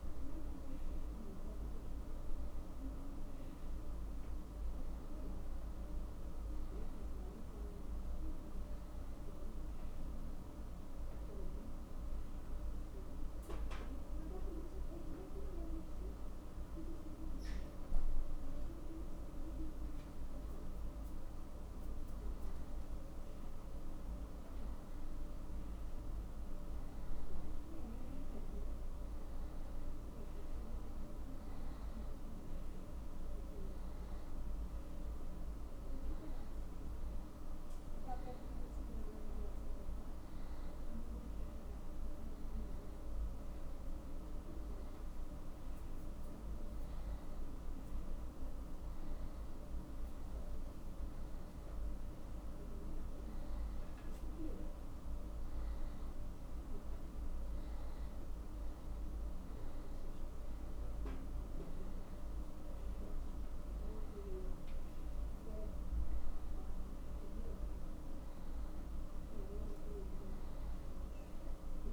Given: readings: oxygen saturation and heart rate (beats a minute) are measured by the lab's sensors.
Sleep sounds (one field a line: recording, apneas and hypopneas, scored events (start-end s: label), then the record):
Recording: a person awake in a sleep study, hard to hear, by a room microphone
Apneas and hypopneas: none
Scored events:
none scored
From the record:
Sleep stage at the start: awake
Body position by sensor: on the back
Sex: male